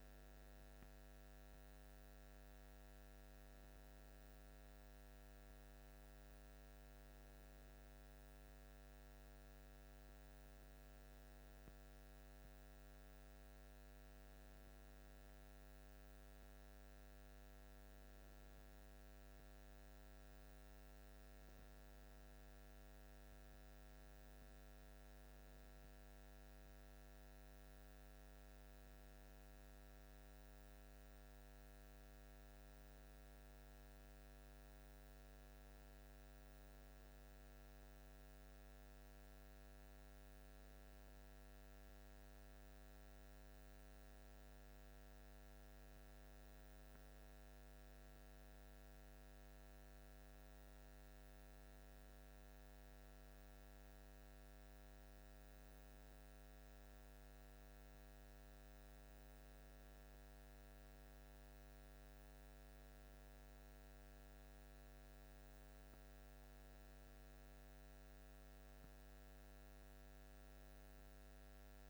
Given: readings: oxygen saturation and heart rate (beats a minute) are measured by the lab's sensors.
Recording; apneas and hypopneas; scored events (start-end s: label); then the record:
breathing in sleep, hard to hear, by a microphone on the trachea; none
none scored
From the record:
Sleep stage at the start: N1 (lightest sleep); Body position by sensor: on the back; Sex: male